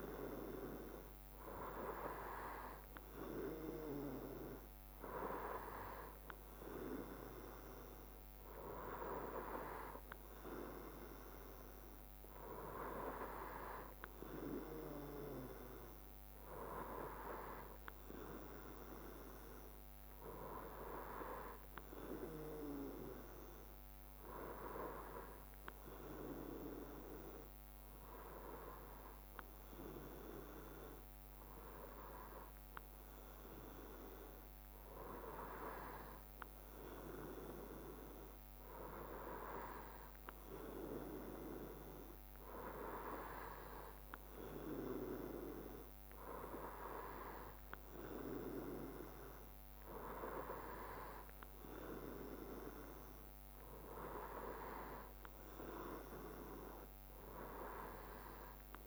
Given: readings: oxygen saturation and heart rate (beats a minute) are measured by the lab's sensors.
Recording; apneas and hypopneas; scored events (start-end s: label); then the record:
breathing in sleep by a microphone on the trachea; none
none scored
From the record:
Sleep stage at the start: N3 (deep sleep); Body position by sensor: on the right side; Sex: male